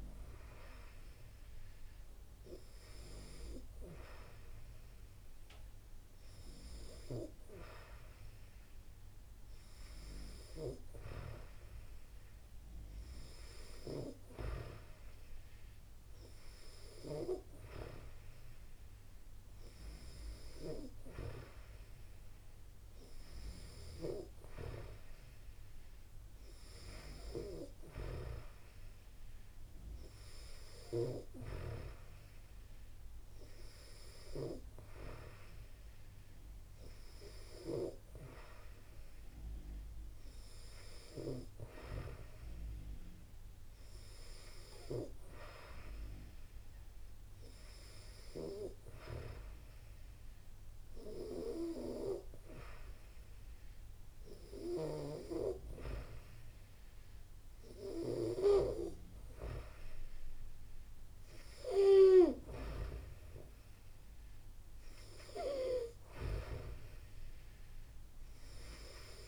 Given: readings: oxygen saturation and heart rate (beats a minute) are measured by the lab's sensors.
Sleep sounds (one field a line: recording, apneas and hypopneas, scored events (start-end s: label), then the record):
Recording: breathing in sleep by a room microphone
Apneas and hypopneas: none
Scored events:
none scored
From the record:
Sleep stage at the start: N2 (light sleep)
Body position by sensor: on the back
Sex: female